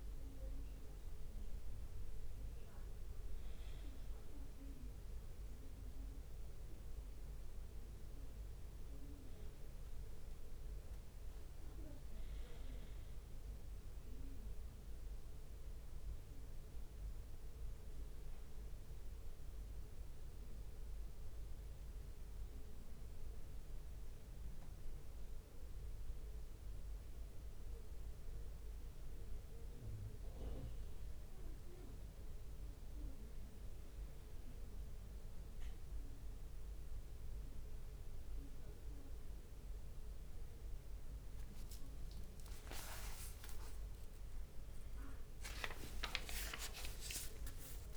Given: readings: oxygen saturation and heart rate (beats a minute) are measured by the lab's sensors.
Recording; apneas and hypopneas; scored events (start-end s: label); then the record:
a person awake in a sleep study, by a room microphone; none
3.00-13.00 s: leg movement (device-marked)
17.00-25.50 s: leg movement (device-marked)
29.00-36.00 s: leg movement (device-marked)
41.50-47.50 s: tachycardia (device-marked, heart rate 66 before, 128 extreme)
42.00-47.97 s: leg movement (device-marked)
42.50-47.97 s: drop in pulse transit time (device-marked, heart rate 65 before, 77 extreme)
43.50-45.50 s: long interval between heartbeats (device-marked, heart rate 66 before, 100 extreme)
45.50-47.50 s: long interval between heartbeats (device-marked, heart rate 70 before, 121 extreme)
From the record:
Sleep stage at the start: awake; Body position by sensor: on the back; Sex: male